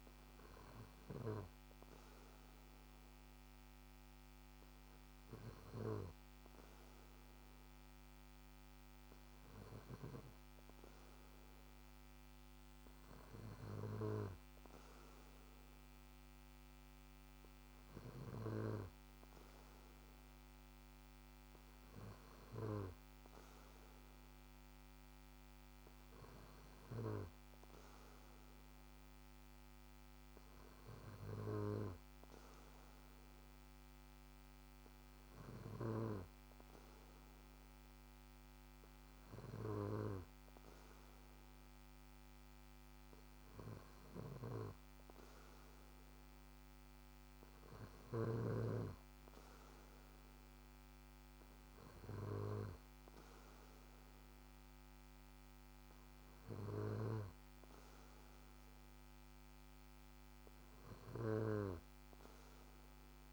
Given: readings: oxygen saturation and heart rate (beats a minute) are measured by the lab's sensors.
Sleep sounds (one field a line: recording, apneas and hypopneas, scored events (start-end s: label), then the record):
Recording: breathing in sleep by a microphone on the trachea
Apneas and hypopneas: none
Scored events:
44.00-48.50 s: snoring (device-marked)
From the record:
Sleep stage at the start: N2 (light sleep)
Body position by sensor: on the back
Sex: male